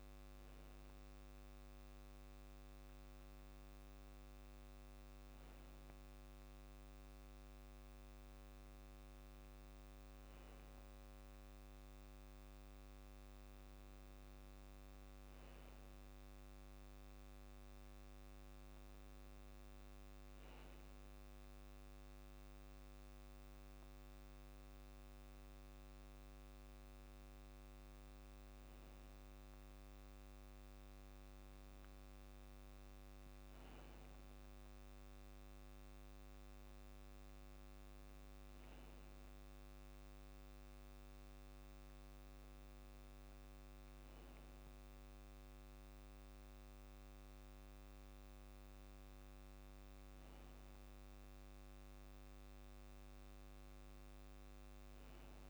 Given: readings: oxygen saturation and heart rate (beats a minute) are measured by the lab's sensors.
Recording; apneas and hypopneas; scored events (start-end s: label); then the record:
breathing in sleep, hard to hear, by a microphone on the trachea; none
16.00-55.50 s: new sleep stage, REM sleep
From the record:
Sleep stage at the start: N2 (light sleep); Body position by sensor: on the back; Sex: male